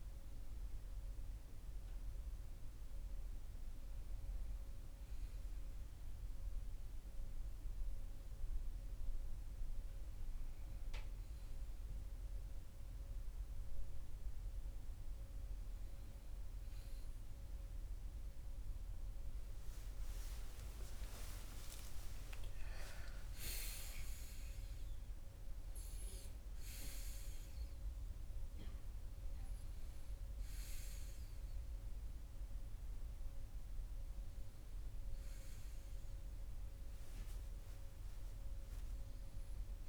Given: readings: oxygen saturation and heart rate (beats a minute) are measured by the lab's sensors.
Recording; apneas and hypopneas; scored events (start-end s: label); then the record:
breathing in sleep by a room microphone; none
19.00-22.50 s: arousal
From the record:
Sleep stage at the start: N1 (lightest sleep); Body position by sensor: on the right side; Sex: male